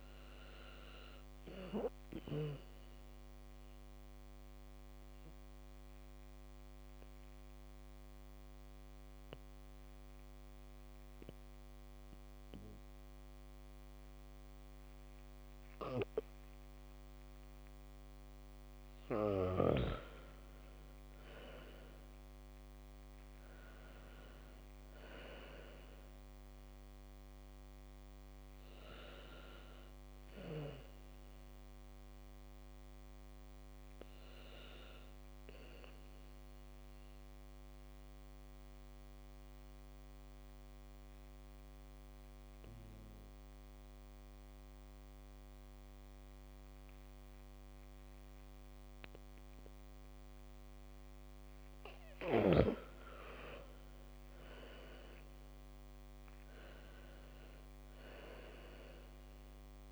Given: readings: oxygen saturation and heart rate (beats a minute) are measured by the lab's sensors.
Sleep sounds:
breathing in sleep by a microphone on the trachea; 2
0.00-12.50 s: oxygen desaturation (device-marked, oxygen 92% lowest, heart rate 48 extreme)
5.00-17.50 s: obstructive apnea (oxygen 98% before, 87% lowest, heart rate 71 before, 48 extreme)
18.50-24.50 s: bradycardia (device-marked, heart rate 72 before, 48 extreme)
21.00-25.00 s: arousal
24.50-42.50 s: oxygen desaturation (device-marked, oxygen 97% before, 88% lowest, heart rate 69 before, 30 extreme)
35.50-51.00 s: mixed apnea (oxygen 97% before, 82% lowest, heart rate 64 before, 30 extreme, up 5 after)
51.50-59.92 s: bradycardia (device-marked, heart rate 71 before, 30 extreme)
53.50-57.50 s: arousal
57.50-59.92 s: oxygen desaturation (device-marked, oxygen 98% before, 87% lowest)
From the record:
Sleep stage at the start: N2 (light sleep); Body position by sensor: on the back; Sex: female

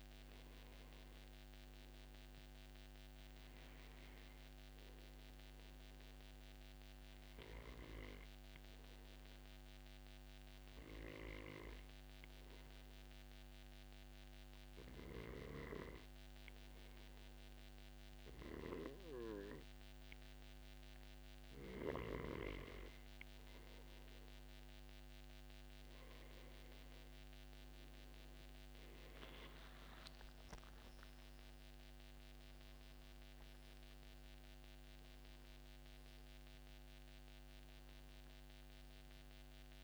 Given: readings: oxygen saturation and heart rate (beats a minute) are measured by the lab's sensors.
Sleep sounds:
breathing in sleep by a microphone on the trachea; 1
9.00-23.00 s: obstructive apnea (oxygen 96% before, 92% lowest, heart rate 145 before, 117 extreme)
24.00-26.00 s: long interval between heartbeats (device-marked, heart rate 145 before, 135 extreme)
25.00-29.50 s: arousal
34.00-39.84 s: oxygen desaturation (device-marked, oxygen 95% before, 92% lowest, heart rate 136 before, 118 extreme)
From the record:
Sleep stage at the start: N2 (light sleep); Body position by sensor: on the back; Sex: male

